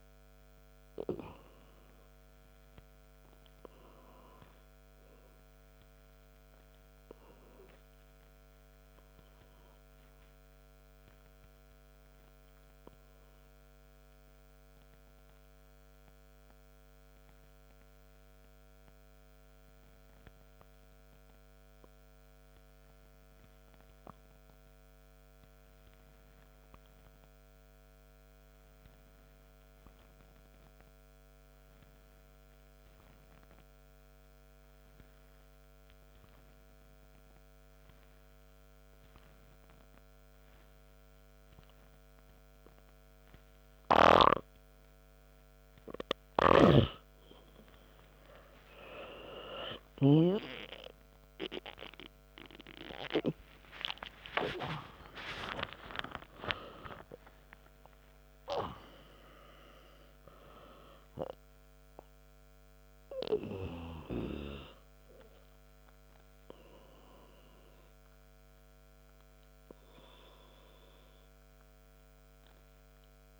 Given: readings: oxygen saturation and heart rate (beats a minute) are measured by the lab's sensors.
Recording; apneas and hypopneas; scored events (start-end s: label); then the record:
breathing in sleep by a microphone on the trachea; 1
8.50-44.00 s: obstructive apnea (oxygen 100% before, 93% lowest, heart rate 71 before, 63 extreme, up 7 after)
47.00-51.00 s: snoring (device-marked)
54.00-58.50 s: arousal
71.00-73.39 s: oxygen desaturation (device-marked, oxygen 99% before, 93% lowest, heart rate 87 before, 57 extreme)
From the record:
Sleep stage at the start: N2 (light sleep); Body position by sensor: on the back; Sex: male